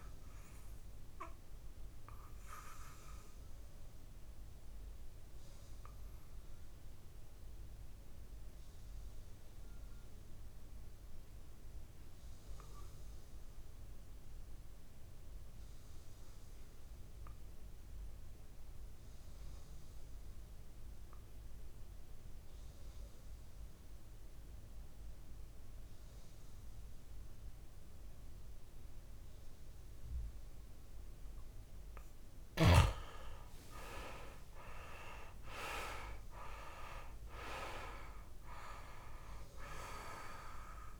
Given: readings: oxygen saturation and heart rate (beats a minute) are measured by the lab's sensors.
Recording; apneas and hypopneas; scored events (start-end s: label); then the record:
breathing in sleep by a room microphone; 1
0.00-15.00 s: oxygen desaturation (device-marked, oxygen 89% lowest, heart rate 56 extreme)
2.50-32.00 s: obstructive apnea (oxygen 99% before, 88% lowest, heart rate 61 before, 56 extreme, up 9 after)
32.00-41.00 s: oxygen desaturation (device-marked, oxygen 98% before, 88% lowest, heart rate 60 before, 56 extreme)
34.00-38.00 s: arousal
From the record:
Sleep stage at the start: N2 (light sleep); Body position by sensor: on the back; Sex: male